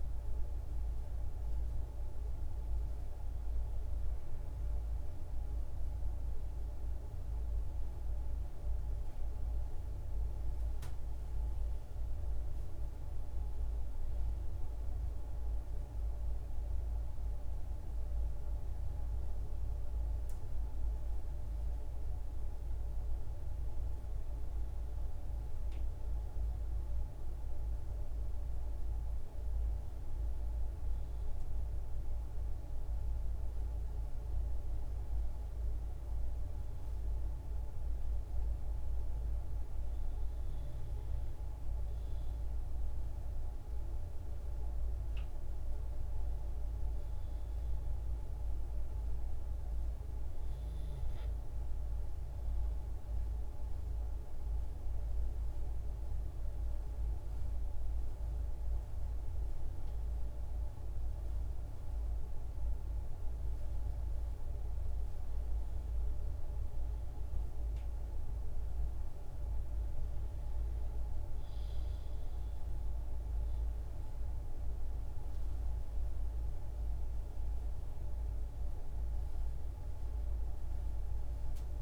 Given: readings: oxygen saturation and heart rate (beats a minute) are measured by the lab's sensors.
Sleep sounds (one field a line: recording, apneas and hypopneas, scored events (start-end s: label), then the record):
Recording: breathing in sleep, hard to hear, by a room microphone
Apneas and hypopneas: 1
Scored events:
58.00-68.50 s: hypopnea (oxygen 96% before, 93% lowest, heart rate 55 before, 52 extreme, up 6 after)
70.50-73.50 s: arousal
From the record:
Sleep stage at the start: N2 (light sleep)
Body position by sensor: on the back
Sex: female